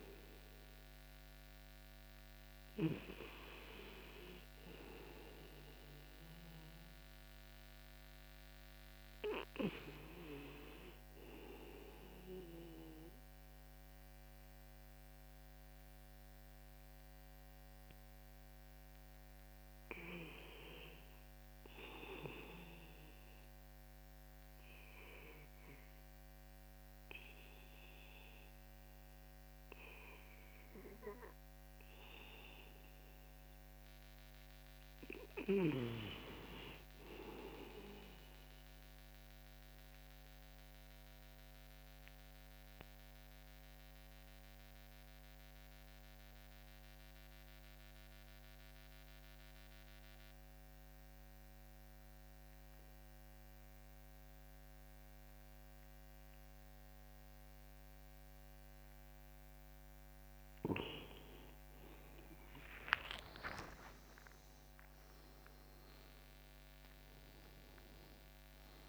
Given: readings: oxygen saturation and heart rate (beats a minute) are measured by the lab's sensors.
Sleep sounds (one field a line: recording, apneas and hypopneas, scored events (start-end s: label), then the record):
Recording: breathing in sleep by a microphone on the trachea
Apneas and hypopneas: 1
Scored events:
0.50-17.50 s: oxygen desaturation (device-marked, oxygen 98% before, 94% lowest)
38.50-60.00 s: obstructive apnea (oxygen 98% before, 90% lowest)
61.50-66.00 s: arousal
From the record:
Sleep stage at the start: REM sleep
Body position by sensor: on the back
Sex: male